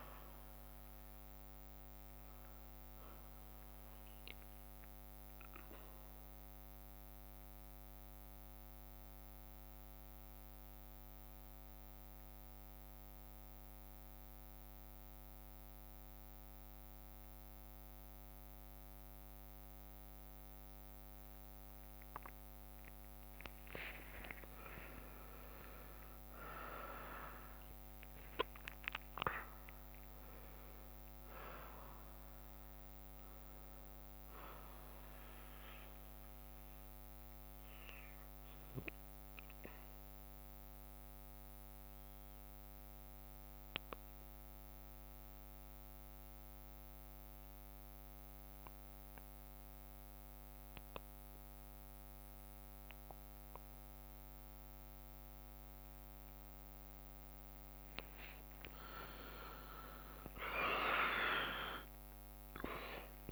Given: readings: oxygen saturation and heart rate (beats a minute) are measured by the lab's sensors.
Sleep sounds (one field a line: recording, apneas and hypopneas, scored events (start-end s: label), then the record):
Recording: breathing in sleep by a microphone on the trachea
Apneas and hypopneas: 2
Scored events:
0.00-2.00 s: drop in pulse transit time (device-marked, heart rate 61 extreme)
0.00-5.00 s: oxygen desaturation (device-marked, oxygen 93% lowest, heart rate 58 extreme)
4.00-10.00 s: bradycardia (device-marked, heart rate 64 before, 58 extreme)
4.00-22.00 s: central apnea (oxygen 98% before, 91% lowest, heart rate 65 before, 58 extreme, up 4 after)
7.00-15.00 s: oxygen desaturation (device-marked, oxygen 96% before, 91% lowest, heart rate 66 before, 59 extreme)
18.00-21.00 s: bradycardia (device-marked, heart rate 64 before, 60 extreme)
24.50-29.00 s: arousal
37.00-49.00 s: bradycardia (device-marked, heart rate 64 before, 59 extreme)
37.00-56.50 s: mixed apnea (oxygen 99% before, 92% lowest, heart rate 61 before, 58 extreme, up 7 after)
44.00-63.32 s: new sleep stage, N2 (light sleep)
59.00-63.32 s: arousal
59.00-63.32 s: oxygen desaturation (device-marked, oxygen 98% before, 92% lowest, heart rate 60 before, 58 extreme)
61.00-63.32 s: drop in pulse transit time (device-marked, heart rate 60 before, 64 extreme)
From the record:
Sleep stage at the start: N1 (lightest sleep)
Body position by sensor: on the back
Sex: female